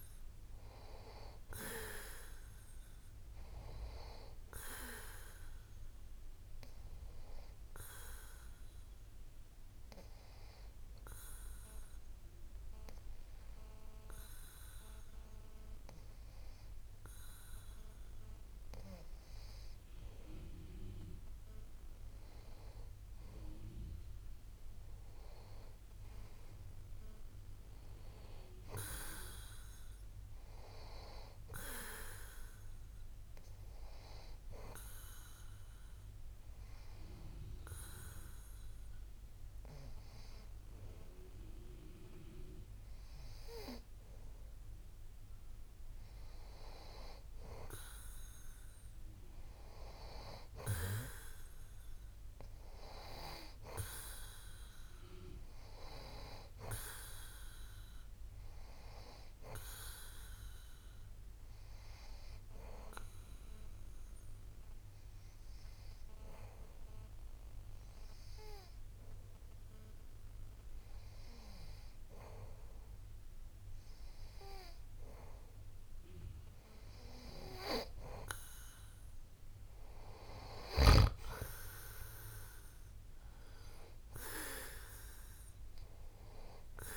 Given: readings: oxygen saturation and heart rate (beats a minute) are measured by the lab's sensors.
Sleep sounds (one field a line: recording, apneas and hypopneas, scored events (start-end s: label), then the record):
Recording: breathing in sleep by a room microphone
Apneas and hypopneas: 3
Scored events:
10.00-22.50 s: obstructive apnea (oxygen 93% before, 91% lowest)
25.50-29.00 s: arousal
34.00-46.50 s: hypopnea (oxygen 93% before, 91% lowest)
49.00-53.00 s: arousal
61.50-73.50 s: hypopnea (oxygen 93% before, 91% lowest)
80.00-84.50 s: arousal
From the record:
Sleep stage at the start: N2 (light sleep)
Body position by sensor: on the back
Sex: male